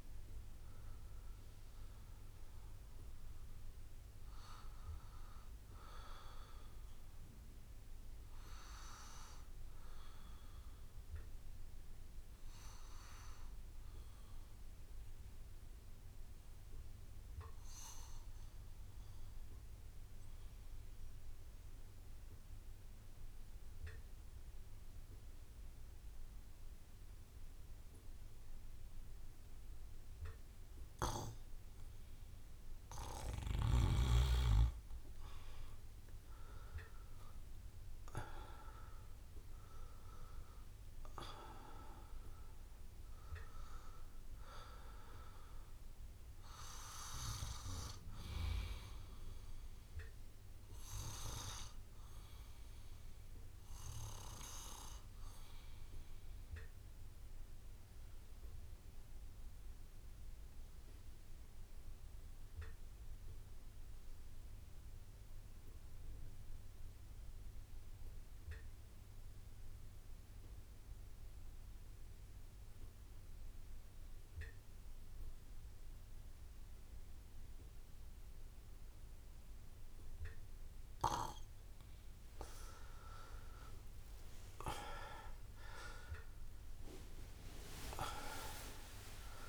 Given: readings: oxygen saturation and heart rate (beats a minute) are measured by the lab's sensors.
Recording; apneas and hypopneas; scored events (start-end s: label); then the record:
breathing in sleep by a room microphone; 2
0.00-14.00 s: oxygen desaturation (device-marked, oxygen 87% lowest)
4.00-31.00 s: obstructive apnea (oxygen 100% before, 87% lowest)
35.00-60.00 s: oxygen desaturation (device-marked, oxygen 99% before, 90% lowest)
36.00-41.00 s: arousal
51.50-80.50 s: obstructive apnea (oxygen 99% before, 87% lowest)
73.00-89.49 s: oxygen desaturation (device-marked, oxygen 99% before, 87% lowest)
82.50-88.00 s: arousal
From the record:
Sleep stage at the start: REM sleep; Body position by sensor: on the right side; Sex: male